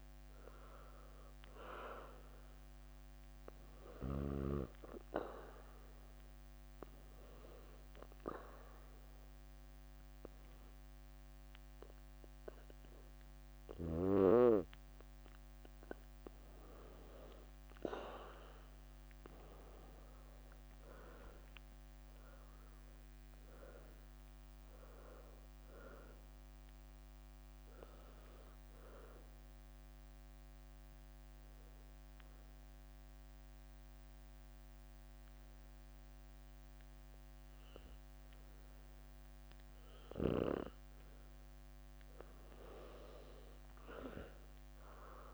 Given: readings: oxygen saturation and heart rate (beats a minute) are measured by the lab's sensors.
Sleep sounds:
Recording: breathing in sleep by a microphone on the trachea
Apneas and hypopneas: 2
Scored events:
0.00-0.50 s: arousal
0.00-18.00 s: oxygen desaturation (device-marked, oxygen 97% before, 93% lowest, heart rate 65 before, 58 extreme)
4.50-15.00 s: obstructive apnea (oxygen 97% before, 90% lowest, heart rate 65 before, 58 extreme, up 5 after)
19.50-24.00 s: arousal
28.00-34.00 s: bradycardia (device-marked, heart rate 69 before, 58 extreme)
29.50-40.00 s: obstructive apnea (oxygen 97% before, 90% lowest, heart rate 69 before, 59 extreme, up 15 after)
30.00-42.00 s: oxygen desaturation (device-marked, oxygen 95% before, 91% lowest, heart rate 69 before, 59 extreme)
From the record:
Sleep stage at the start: N2 (light sleep)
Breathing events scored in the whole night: 299 in 4.3 hours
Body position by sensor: on the back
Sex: female

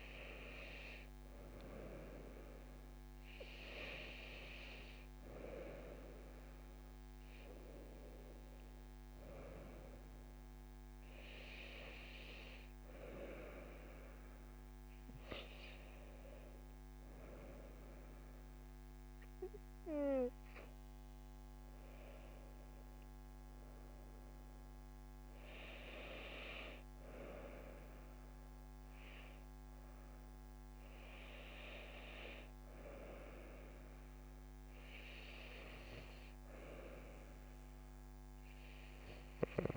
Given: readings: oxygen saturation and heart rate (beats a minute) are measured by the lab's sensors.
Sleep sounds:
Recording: breathing in sleep by a microphone on the trachea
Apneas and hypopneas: none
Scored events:
none scored
From the record:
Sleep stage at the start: N2 (light sleep)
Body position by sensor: on the right side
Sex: female

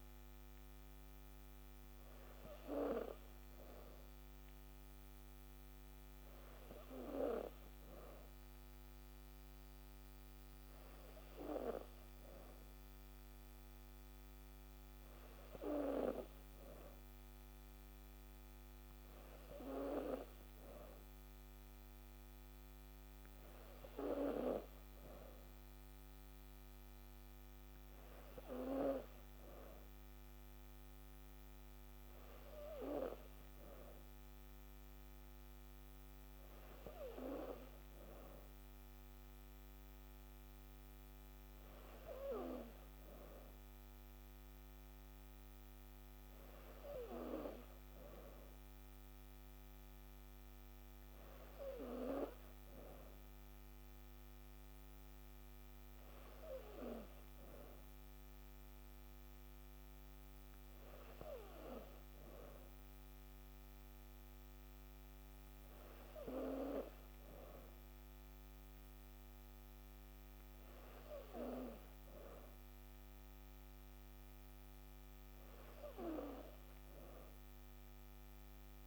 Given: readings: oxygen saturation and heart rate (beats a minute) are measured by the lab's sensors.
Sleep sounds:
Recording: breathing in sleep by a microphone on the trachea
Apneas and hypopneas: none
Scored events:
none scored
From the record:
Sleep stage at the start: N3 (deep sleep)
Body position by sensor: on the back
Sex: female

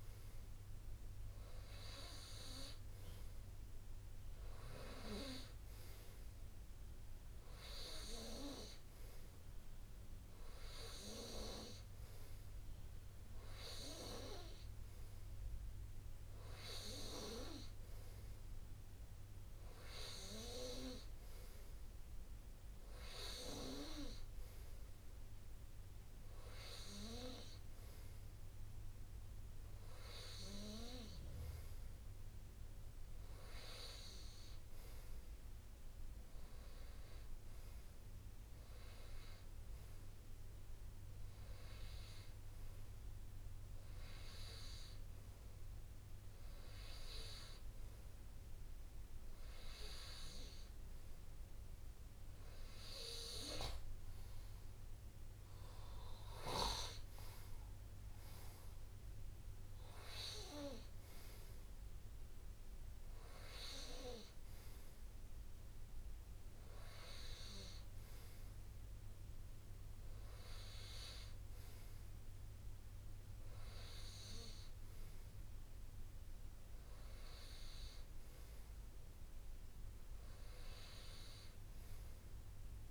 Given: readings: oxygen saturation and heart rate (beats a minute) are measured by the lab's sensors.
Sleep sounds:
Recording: breathing in sleep by a room microphone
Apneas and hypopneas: none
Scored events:
29.50-31.50 s: long interval between heartbeats (device-marked, heart rate 70 before, 73 extreme)
From the record:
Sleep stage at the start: N2 (light sleep)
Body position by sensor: on the right side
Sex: male

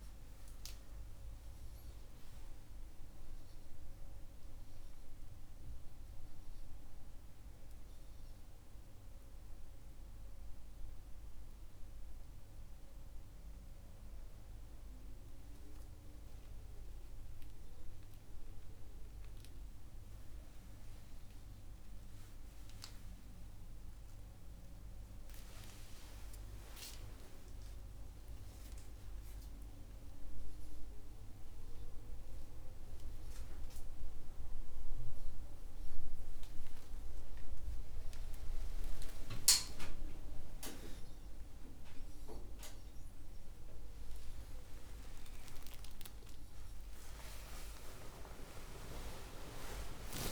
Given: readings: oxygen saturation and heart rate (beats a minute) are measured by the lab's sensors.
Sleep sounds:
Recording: a person awake in a sleep study, by a room microphone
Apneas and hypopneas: none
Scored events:
none scored
From the record:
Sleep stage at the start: awake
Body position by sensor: on the back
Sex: male

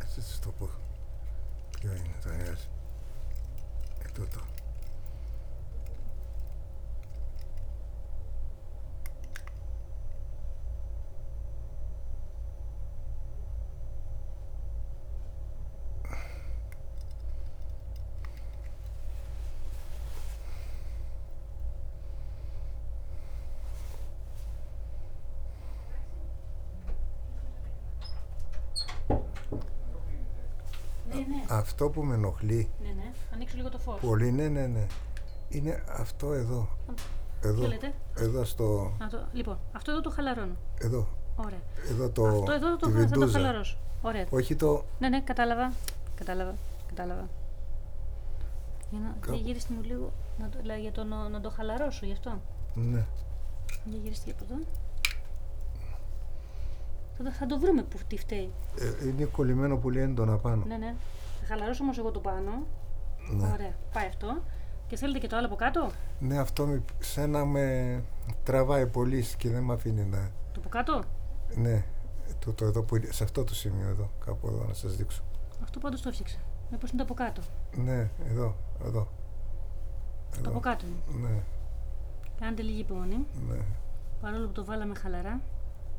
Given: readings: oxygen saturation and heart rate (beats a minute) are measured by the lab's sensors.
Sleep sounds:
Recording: a person awake in a sleep study, by a room microphone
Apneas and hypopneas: 1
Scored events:
0.00-5.50 s: oxygen desaturation (device-marked, oxygen 92% lowest)
6.50-16.50 s: central apnea (oxygen 95% before, 95% lowest)
27.50-85.99 s: new sleep stage, awake
38.50-42.50 s: snoring (device-marked)
55.50-65.00 s: snoring (device-marked)
69.50-73.50 s: snoring (device-marked)
78.00-82.00 s: snoring (device-marked)
From the record:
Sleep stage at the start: N2 (light sleep)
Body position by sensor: on the back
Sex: male

